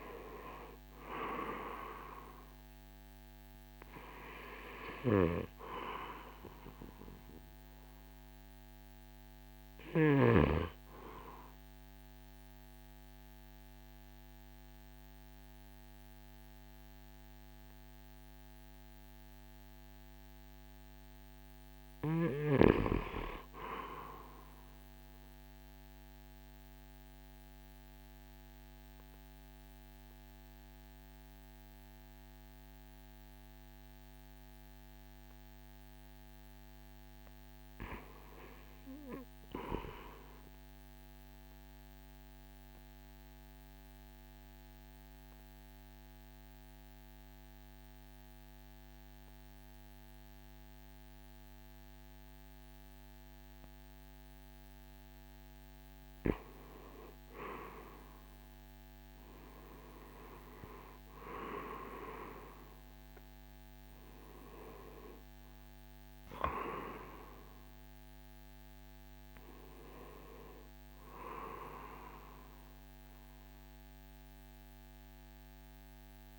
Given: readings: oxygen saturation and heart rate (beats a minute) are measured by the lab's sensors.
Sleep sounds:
breathing in sleep by a microphone on the trachea; 3
0.00-1.00 s: arousal
8.50-26.50 s: oxygen desaturation (device-marked, oxygen 94% before, 85% lowest, heart rate 59 before, 55 extreme)
11.00-21.50 s: obstructive apnea (oxygen 96% before, 85% lowest, heart rate 60 before, 55 extreme, up 1 after)
22.50-24.50 s: arousal
26.00-36.00 s: obstructive apnea (oxygen 94% before, 88% lowest, heart rate 58 before, 53 extreme, up 1 after)
37.50-39.00 s: arousal
41.00-55.50 s: obstructive apnea (oxygen 98% before, 88% lowest, heart rate 56 before, 53 extreme, up 10 after)
56.50-76.39 s: oxygen desaturation (device-marked, oxygen 95% before, 90% lowest, heart rate 55 before, 54 extreme)
57.50-60.50 s: arousal
60.50-73.50 s: drop in pulse transit time (device-marked, heart rate 55 before, 59 extreme)
From the record:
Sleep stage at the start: REM sleep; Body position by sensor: on the right side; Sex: male

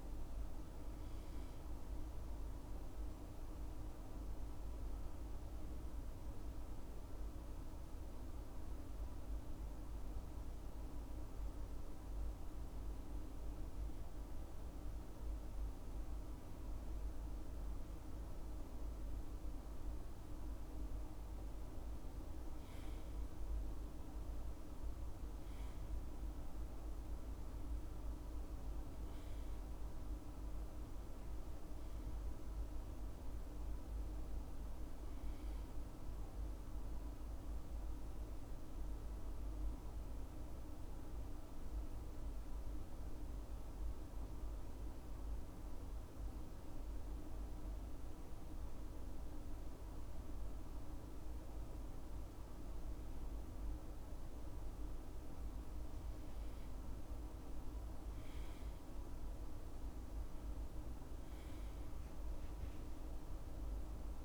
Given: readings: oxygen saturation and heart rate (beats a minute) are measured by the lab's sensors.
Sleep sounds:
breathing in sleep, hard to hear, by a room microphone; 1
39.00-54.00 s: hypopnea (oxygen 98% before, 97% lowest, heart rate 73 before, 65 extreme, up 11 after)
59.00-62.00 s: arousal
From the record:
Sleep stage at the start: N2 (light sleep); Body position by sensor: on the left side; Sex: male

